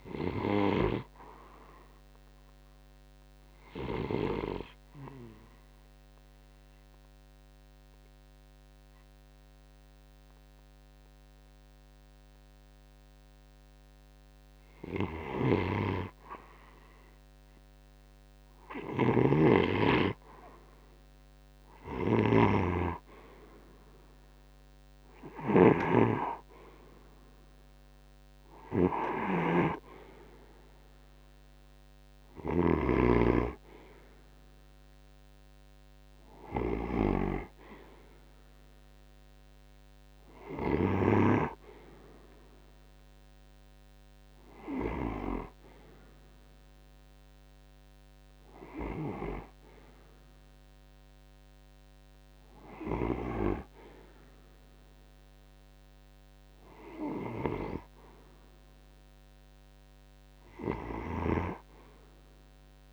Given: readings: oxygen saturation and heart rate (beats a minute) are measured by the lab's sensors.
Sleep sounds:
breathing in sleep by a microphone on the trachea; 1
4.00-15.00 s: obstructive apnea (oxygen 92% before, 83% lowest)
14.50-32.00 s: snoring (device-marked)
21.00-25.00 s: arousal
27.00-45.00 s: oxygen desaturation (device-marked, oxygen 91% before, 83% lowest)
From the record:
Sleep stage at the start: N2 (light sleep); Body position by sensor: on the right side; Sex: male

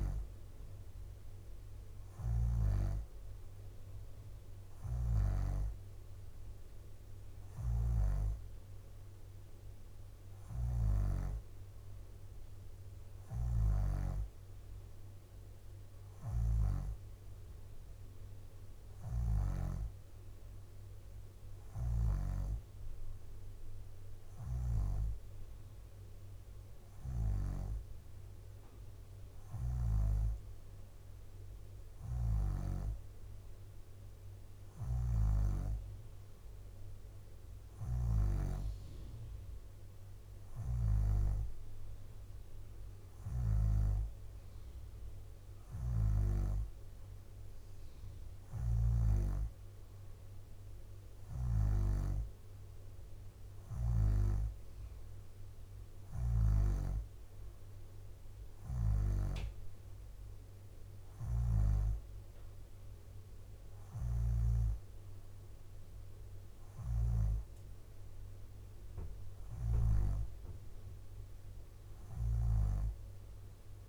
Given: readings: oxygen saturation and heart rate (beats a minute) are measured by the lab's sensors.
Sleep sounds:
breathing in sleep by a room microphone; none
0.00-2.50 s: snoring (device-marked)
4.50-8.00 s: snoring (device-marked)
10.00-19.50 s: snoring (device-marked)
24.00-27.50 s: snoring (device-marked)
34.50-41.00 s: snoring (device-marked)
48.00-50.00 s: bradycardia (device-marked, heart rate 63 before, 62 extreme)
48.00-51.50 s: snoring (device-marked)
60.50-66.00 s: leg movement (device-marked)
63.50-70.00 s: snoring (device-marked)
From the record:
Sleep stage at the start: N2 (light sleep); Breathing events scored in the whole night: 116 in 6.0 hours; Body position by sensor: upright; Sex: female

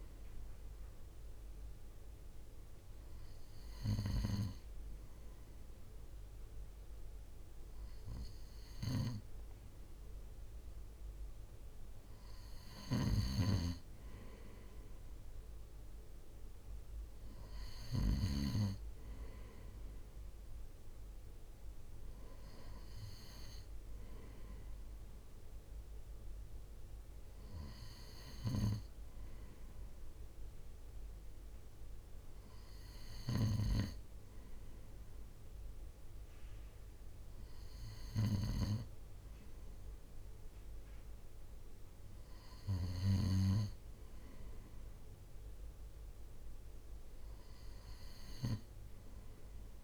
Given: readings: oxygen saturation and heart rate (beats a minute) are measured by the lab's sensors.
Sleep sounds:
breathing in sleep by a room microphone; none
none scored
From the record:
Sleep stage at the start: N2 (light sleep); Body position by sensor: on the right side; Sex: male

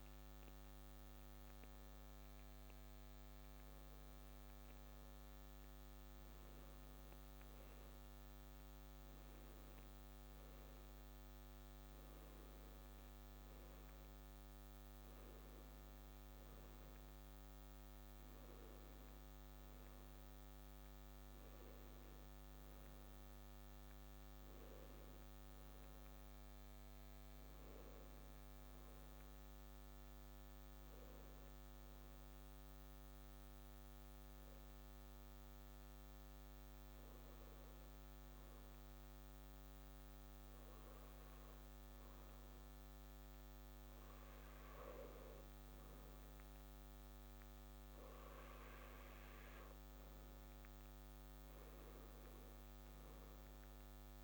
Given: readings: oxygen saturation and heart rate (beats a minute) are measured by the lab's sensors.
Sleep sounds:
breathing in sleep, hard to hear, by a microphone on the trachea; 1
30.50-42.00 s: obstructive apnea (oxygen 96% before, 94% lowest, heart rate 157 before, 144 extreme)
46.00-51.00 s: arousal
From the record:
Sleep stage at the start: N1 (lightest sleep); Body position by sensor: on the back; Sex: male

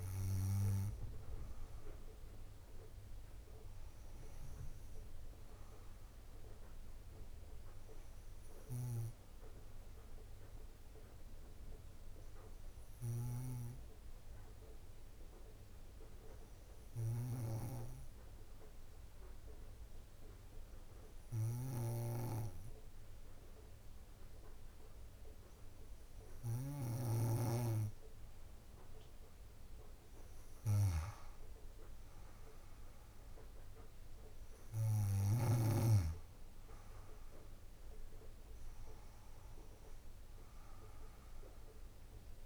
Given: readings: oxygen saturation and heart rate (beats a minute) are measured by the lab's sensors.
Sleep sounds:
breathing in sleep by a room microphone; 1
8.50-28.00 s: obstructive apnea (oxygen 98% before, 94% lowest, heart rate 66 before, 58 extreme, up 8 after)
21.50-27.50 s: snoring (device-marked)
29.50-33.00 s: arousal
32.00-42.46 s: oxygen desaturation (device-marked, oxygen 98% before, 94% lowest, heart rate 60 before, 57 extreme)
From the record:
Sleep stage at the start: N2 (light sleep); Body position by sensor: on the back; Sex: female

